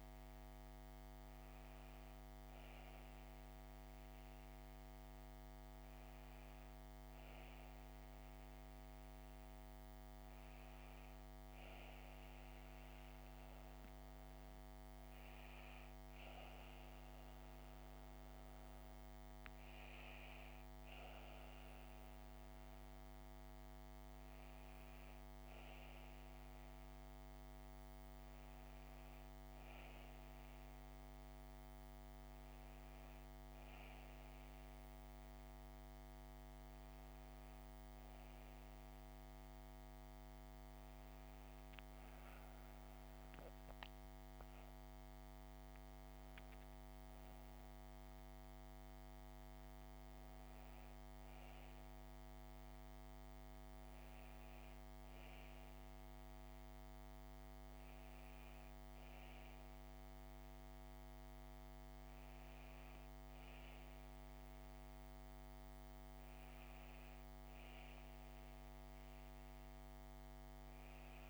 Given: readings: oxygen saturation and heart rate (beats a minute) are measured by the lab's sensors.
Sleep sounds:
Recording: breathing in sleep, hard to hear, by a microphone on the trachea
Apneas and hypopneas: none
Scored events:
none scored
From the record:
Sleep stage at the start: N1 (lightest sleep)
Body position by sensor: on the back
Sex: female

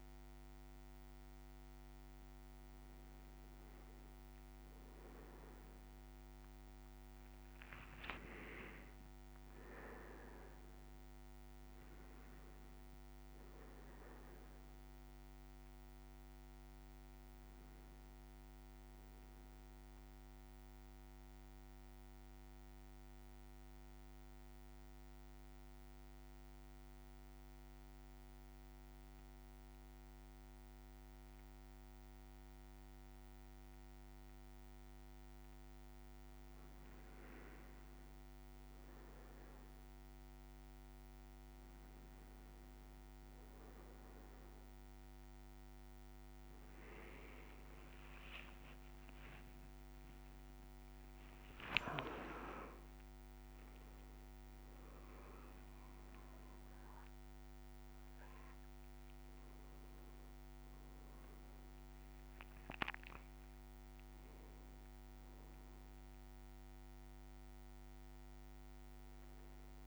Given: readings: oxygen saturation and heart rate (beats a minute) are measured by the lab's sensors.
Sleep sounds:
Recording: breathing in sleep, hard to hear, by a microphone on the trachea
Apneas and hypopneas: 1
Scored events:
5.50-9.50 s: leg movement (device-marked)
8.50-13.50 s: arousal
18.50-36.00 s: mixed apnea (oxygen 99% before, 96% lowest, heart rate 56 before, 54 extreme, up 3 after)
36.00-37.50 s: leg movement (device-marked)
48.00-52.00 s: arousal
From the record:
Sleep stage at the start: N1 (lightest sleep)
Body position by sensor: on the back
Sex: male

